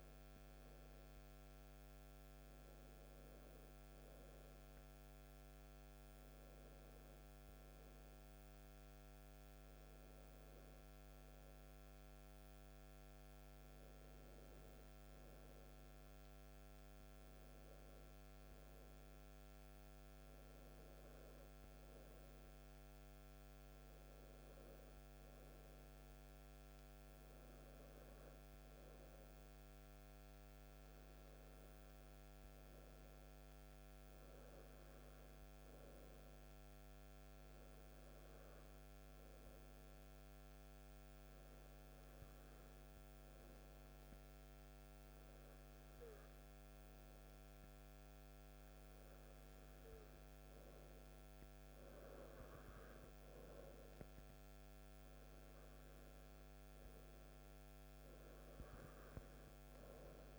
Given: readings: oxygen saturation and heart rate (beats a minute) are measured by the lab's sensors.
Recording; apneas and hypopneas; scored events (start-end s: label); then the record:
breathing in sleep, hard to hear, by a microphone on the trachea; none
none scored
From the record:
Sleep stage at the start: N2 (light sleep); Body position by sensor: on the back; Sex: male